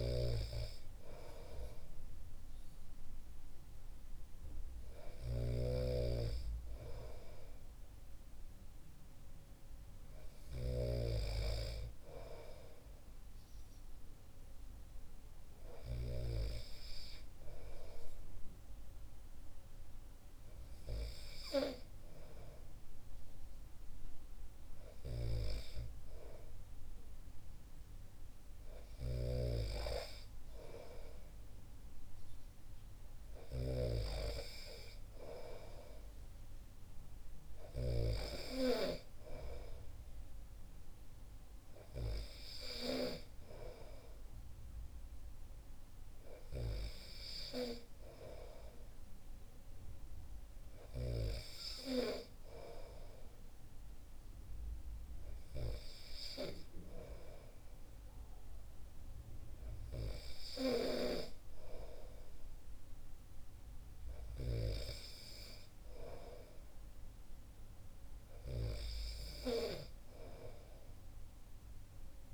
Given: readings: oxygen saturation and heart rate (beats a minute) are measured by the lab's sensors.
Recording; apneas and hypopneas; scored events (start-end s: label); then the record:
breathing in sleep by a room microphone; none
0.00-11.00 s: snoring (device-marked)
From the record:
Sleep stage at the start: N2 (light sleep); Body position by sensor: on the back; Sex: male